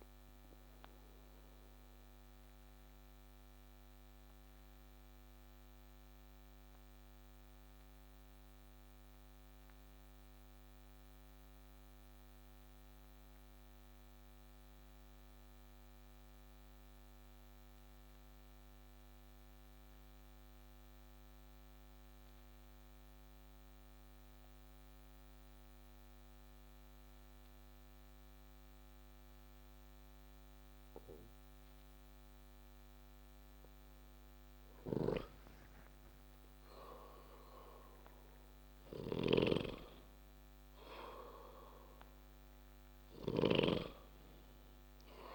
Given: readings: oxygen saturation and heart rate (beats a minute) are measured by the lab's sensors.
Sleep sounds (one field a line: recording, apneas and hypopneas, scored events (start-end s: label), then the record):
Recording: breathing in sleep by a microphone on the trachea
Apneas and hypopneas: 1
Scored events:
2.00-34.00 s: obstructive apnea (oxygen 98% before, 93% lowest)
34.50-40.00 s: arousal
35.50-45.35 s: oxygen desaturation (device-marked, oxygen 96% before, 93% lowest)
From the record:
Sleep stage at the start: N2 (light sleep)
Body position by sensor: on the back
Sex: male